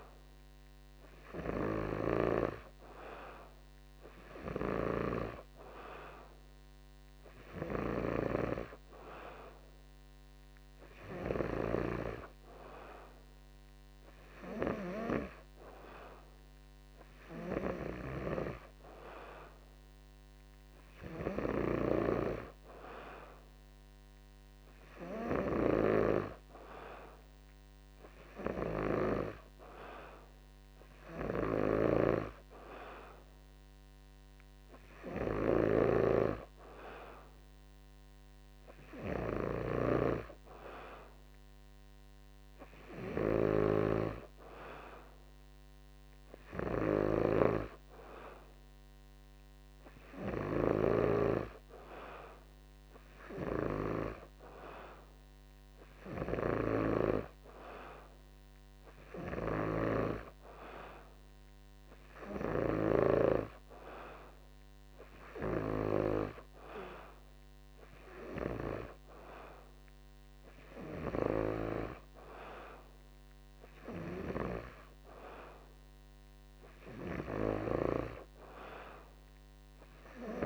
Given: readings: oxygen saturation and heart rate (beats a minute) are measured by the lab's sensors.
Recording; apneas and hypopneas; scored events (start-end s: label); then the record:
breathing in sleep by a microphone on the trachea; none
none scored
From the record:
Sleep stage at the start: N2 (light sleep); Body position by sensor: on the back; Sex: male